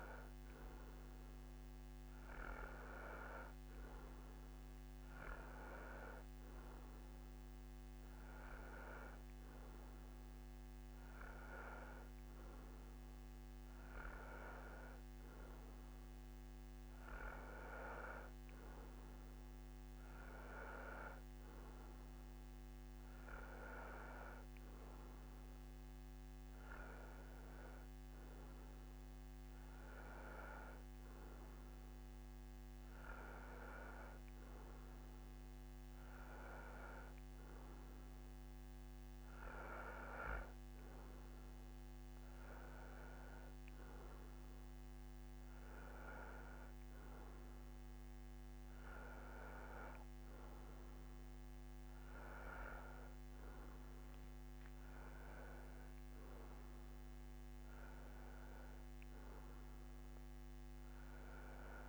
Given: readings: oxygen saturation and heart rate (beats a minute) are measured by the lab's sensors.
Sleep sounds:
breathing in sleep by a microphone on the trachea; none
none scored
From the record:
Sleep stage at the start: N2 (light sleep); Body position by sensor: on the right side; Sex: male

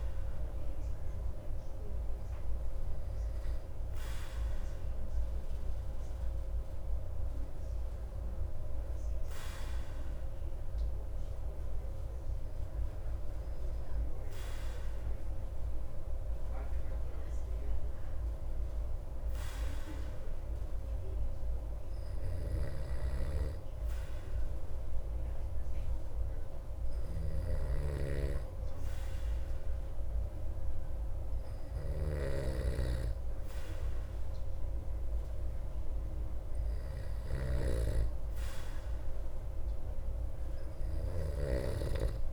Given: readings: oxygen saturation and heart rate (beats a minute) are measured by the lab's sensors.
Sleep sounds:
breathing in sleep by a room microphone; 1
7.00-31.50 s: hypopnea (oxygen 96% before, 94% lowest)
27.00-38.00 s: snoring (device-marked)
35.00-39.00 s: arousal
From the record:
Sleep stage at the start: N2 (light sleep); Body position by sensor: on the back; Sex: male

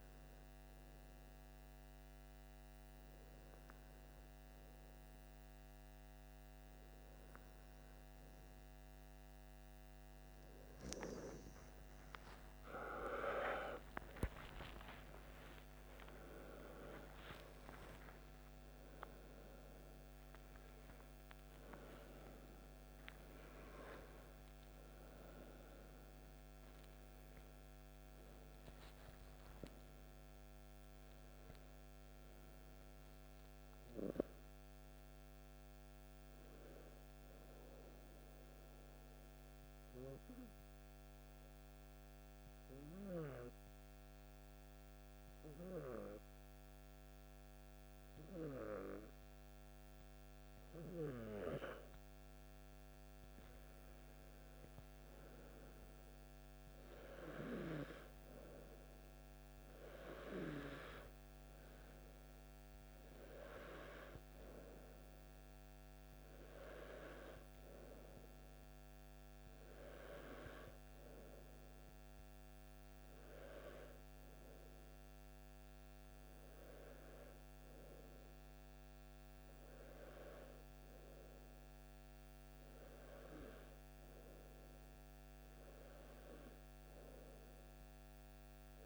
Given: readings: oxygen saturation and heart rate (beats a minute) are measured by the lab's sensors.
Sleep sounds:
breathing in sleep by a microphone on the trachea; 1
12.50-19.50 s: arousal
15.00-17.00 s: long interval between heartbeats (device-marked, heart rate 60 before, 77 extreme)
16.50-88.86 s: new sleep stage, N2 (light sleep)
38.00-51.00 s: obstructive apnea (oxygen 97% before, 93% lowest, heart rate 76 before, 54 extreme, up 5 after)
53.00-58.50 s: arousal
60.50-78.50 s: oxygen desaturation (device-marked, oxygen 98% before, 93% lowest, heart rate 58 before, 52 extreme)
80.50-84.00 s: arousal
From the record:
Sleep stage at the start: N3 (deep sleep); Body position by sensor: on the back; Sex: male

